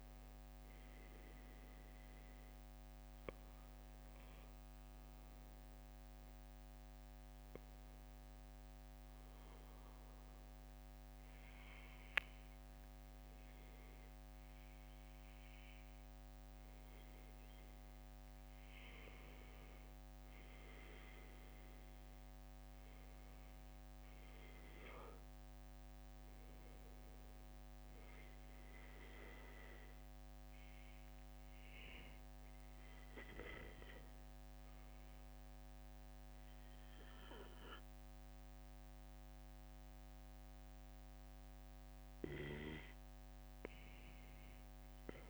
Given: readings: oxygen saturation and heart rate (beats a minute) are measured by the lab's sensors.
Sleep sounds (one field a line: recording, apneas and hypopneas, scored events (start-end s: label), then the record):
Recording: breathing in sleep by a microphone on the trachea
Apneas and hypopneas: none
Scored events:
none scored
From the record:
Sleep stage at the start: N2 (light sleep)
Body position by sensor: on the back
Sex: male